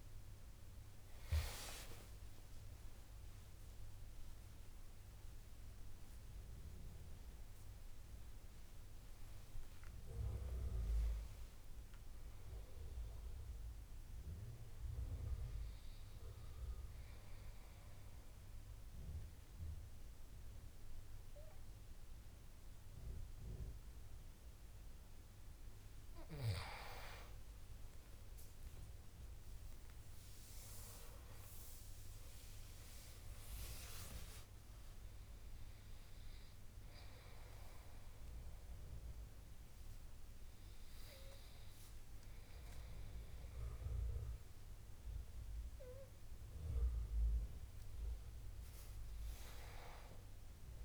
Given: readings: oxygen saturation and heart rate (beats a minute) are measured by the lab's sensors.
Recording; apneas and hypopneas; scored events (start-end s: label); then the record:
a person partly awake in a sleep study, by a room microphone; none
0.00-7.50 s: oxygen desaturation (device-marked, oxygen 90% lowest, heart rate 75 extreme)
32.50-50.85 s: new sleep stage, awake
36.50-49.50 s: oxygen desaturation (device-marked, oxygen 98% before, 94% lowest, heart rate 79 before, 67 extreme)
From the record:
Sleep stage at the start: N2 (light sleep); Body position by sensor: on the right side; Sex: male